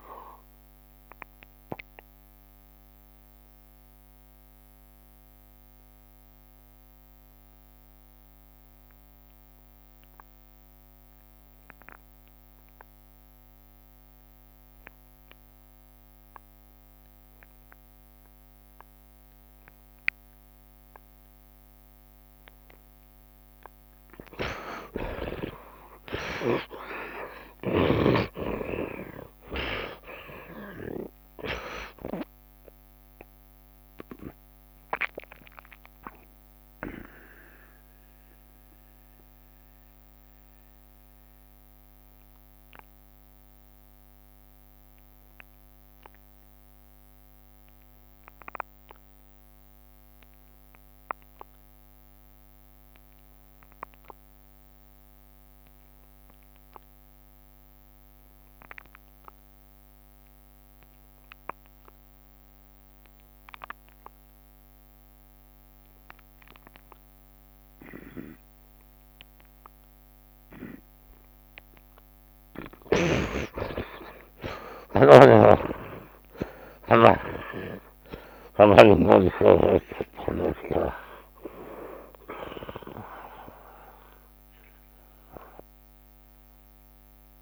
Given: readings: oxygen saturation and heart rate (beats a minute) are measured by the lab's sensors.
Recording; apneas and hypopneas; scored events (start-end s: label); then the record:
breathing in sleep by a microphone on the trachea; 2
0.00-14.00 s: oxygen desaturation (device-marked, oxygen 49% lowest, heart rate 56 extreme)
0.50-21.50 s: mixed apnea (oxygen 77% before, 49% lowest)
11.50-13.50 s: long interval between heartbeats (device-marked, heart rate 78 before, 84 extreme)
16.00-47.00 s: oxygen desaturation (device-marked, oxygen 85% before, 51% lowest)
24.00-32.00 s: tachycardia (device-marked, heart rate 85 before, 139 extreme)
24.50-29.50 s: arousal
27.00-29.00 s: long interval between heartbeats (device-marked, heart rate 80 before, 109 extreme)
30.50-32.50 s: long interval between heartbeats (device-marked, heart rate 86 before, 137 extreme)
32.00-48.00 s: bradycardia (device-marked)
35.50-71.00 s: mixed apnea (oxygen 85% before, 50% lowest)
45.50-47.50 s: long interval between heartbeats (device-marked, heart rate 78 before, 28 extreme)
49.00-87.42 s: oxygen desaturation (device-marked, oxygen 82% before, 50% lowest, heart rate 63 before, 29 extreme)
54.00-56.00 s: long interval between heartbeats (device-marked, heart rate 44 before, 65 extreme)
55.00-58.00 s: bradycardia (device-marked, heart rate 84 before, 65 extreme)
56.00-58.00 s: long interval between heartbeats (device-marked, heart rate 41 before, 65 extreme)
71.50-73.50 s: long interval between heartbeats (device-marked, heart rate 69 before, 78 extreme)
73.50-75.50 s: long interval between heartbeats (device-marked, heart rate 70 before, 69 extreme)
73.50-79.00 s: arousal
75.00-87.42 s: bradycardia (device-marked, heart rate 84 before, 29 extreme)
75.50-79.50 s: snoring (device-marked)
78.50-80.50 s: long interval between heartbeats (device-marked, heart rate 71 before, 54 extreme)
82.00-84.00 s: long interval between heartbeats (device-marked, heart rate 69 before, 34 extreme)
From the record:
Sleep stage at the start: N2 (light sleep); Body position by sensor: on the right side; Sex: male